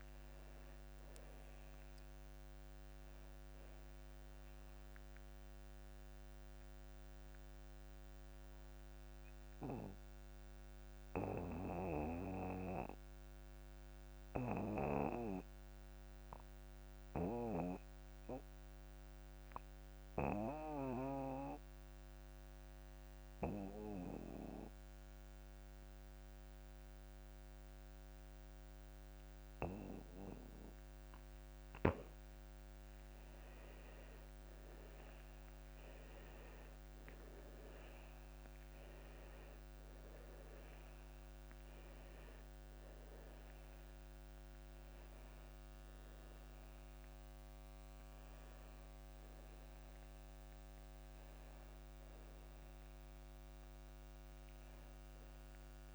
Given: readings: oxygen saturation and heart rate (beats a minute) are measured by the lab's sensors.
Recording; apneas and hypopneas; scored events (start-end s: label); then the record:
breathing in sleep by a microphone on the trachea; 1
0.00-22.50 s: oxygen desaturation (device-marked, oxygen 90% lowest)
8.50-32.00 s: obstructive apnea (oxygen 99% before, 84% lowest)
32.50-55.95 s: oxygen desaturation (device-marked, oxygen 97% before, 84% lowest)
33.00-37.00 s: arousal
From the record:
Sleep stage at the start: N2 (light sleep); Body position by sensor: on the back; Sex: male